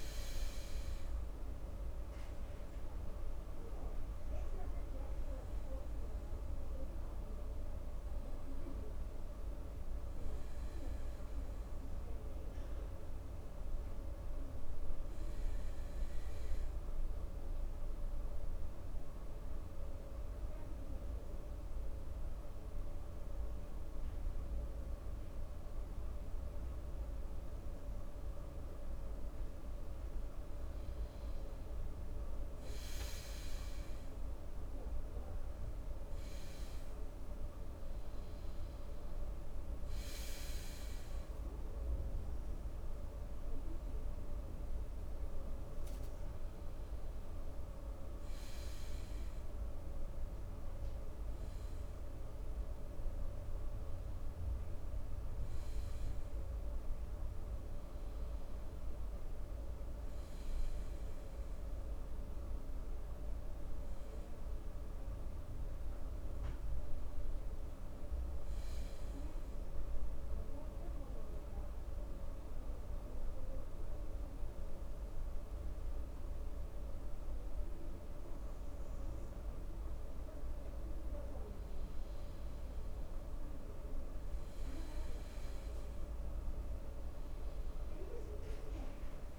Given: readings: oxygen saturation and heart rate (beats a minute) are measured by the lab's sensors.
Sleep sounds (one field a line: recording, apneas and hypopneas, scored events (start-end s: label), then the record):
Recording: breathing in sleep, hard to hear, by a room microphone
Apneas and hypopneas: 2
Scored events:
17.50-32.50 s: obstructive apnea (oxygen 98% before, 94% lowest, heart rate 66 before, 63 extreme, up 3 after)
34.50-38.00 s: arousal
70.00-81.00 s: obstructive apnea (oxygen 96% before, 93% lowest, heart rate 65 before, 63 extreme, up 4 after)
83.00-87.50 s: arousal
From the record:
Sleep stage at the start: N2 (light sleep)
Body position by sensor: on the right side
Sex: male